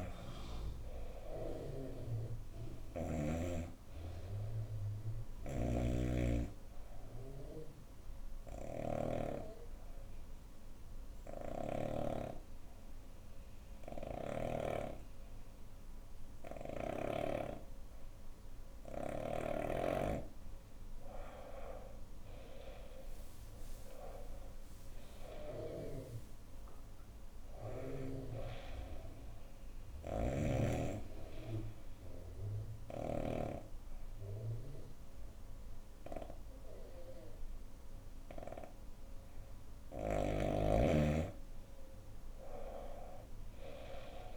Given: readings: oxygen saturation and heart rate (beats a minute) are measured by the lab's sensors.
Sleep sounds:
breathing in sleep by a room microphone; 2
0.00-8.00 s: oxygen desaturation (device-marked, oxygen 91% lowest, heart rate 67 extreme)
0.00-11.50 s: snoring (device-marked)
3.50-19.50 s: obstructive apnea (oxygen 96% before, 89% lowest, heart rate 77 before, 65 extreme, up 12 after)
21.50-26.50 s: arousal
22.00-38.00 s: oxygen desaturation (device-marked, oxygen 97% before, 90% lowest, heart rate 73 before, 65 extreme)
29.00-39.00 s: obstructive apnea (oxygen 97% before, 89% lowest, heart rate 72 before, 65 extreme, up 8 after)
29.50-33.00 s: snoring (device-marked)
39.50-44.37 s: snoring (device-marked)
40.50-44.37 s: arousal
From the record:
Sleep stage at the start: N2 (light sleep); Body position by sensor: on the right side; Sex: female

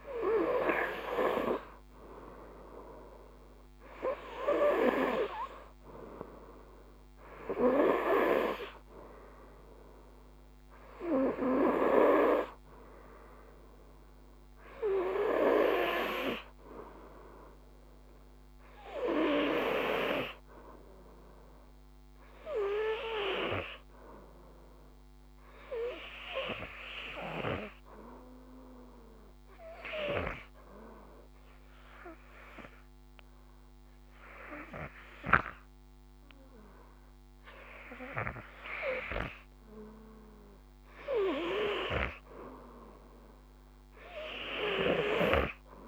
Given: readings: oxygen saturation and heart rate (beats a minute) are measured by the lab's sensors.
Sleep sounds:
breathing in sleep by a microphone on the trachea; 1
26.50-40.00 s: hypopnea (oxygen 97% before, 92% lowest, heart rate 59 before, 51 extreme, up 0 after)
41.50-45.88 s: oxygen desaturation (device-marked, oxygen 97% before, 92% lowest, heart rate 54 before, 52 extreme)
43.50-45.88 s: arousal
From the record:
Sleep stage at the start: REM sleep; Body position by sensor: on the front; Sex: male

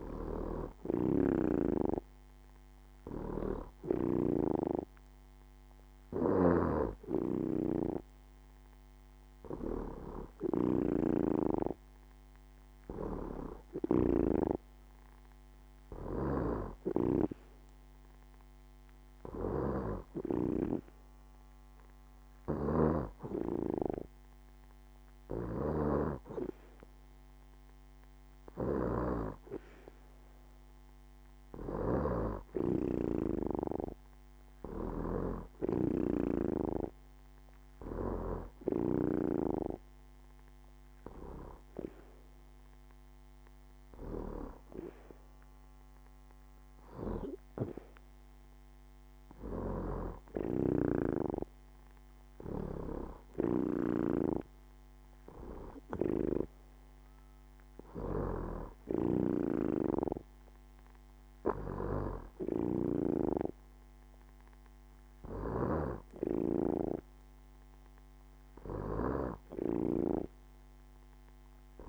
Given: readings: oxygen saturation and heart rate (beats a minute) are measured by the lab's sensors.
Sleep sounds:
breathing in sleep by a microphone on the trachea; none
none scored
From the record:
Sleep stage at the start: N2 (light sleep); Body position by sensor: on the back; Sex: female

